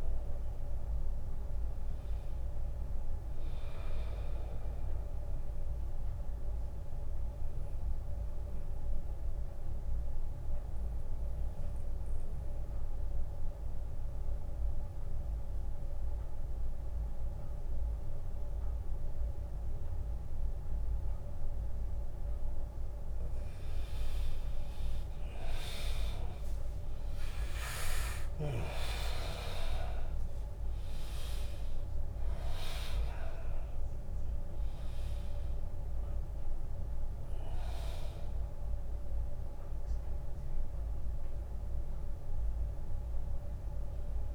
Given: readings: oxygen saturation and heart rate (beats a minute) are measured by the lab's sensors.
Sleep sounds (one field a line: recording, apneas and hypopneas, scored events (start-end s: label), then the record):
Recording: breathing in sleep by a room microphone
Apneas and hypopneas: 1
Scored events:
0.00-2.00 s: long interval between heartbeats (device-marked, heart rate 64 before, 78 extreme)
0.50-14.50 s: oxygen desaturation (device-marked, oxygen 100% before, 93% lowest, heart rate 65 before, 53 extreme)
5.00-22.00 s: central apnea (oxygen 100% before, 90% lowest, heart rate 67 before, 53 extreme, up 26 after)
9.50-14.50 s: bradycardia (device-marked, heart rate 80 before, 57 extreme)
24.00-26.00 s: long interval between heartbeats (device-marked, heart rate 67 before, 79 extreme)
24.50-29.50 s: arousal
27.50-29.50 s: long interval between heartbeats (device-marked, heart rate 68 before, 65 extreme)
27.50-39.50 s: drop in pulse transit time (device-marked, heart rate 68 before, 60 extreme)
29.50-44.35 s: oxygen desaturation (device-marked, oxygen 99% before, 90% lowest, heart rate 67 before, 56 extreme)
40.50-42.50 s: long interval between heartbeats (device-marked, heart rate 74 before, 65 extreme)
From the record:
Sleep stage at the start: N2 (light sleep)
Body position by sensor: on the back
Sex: male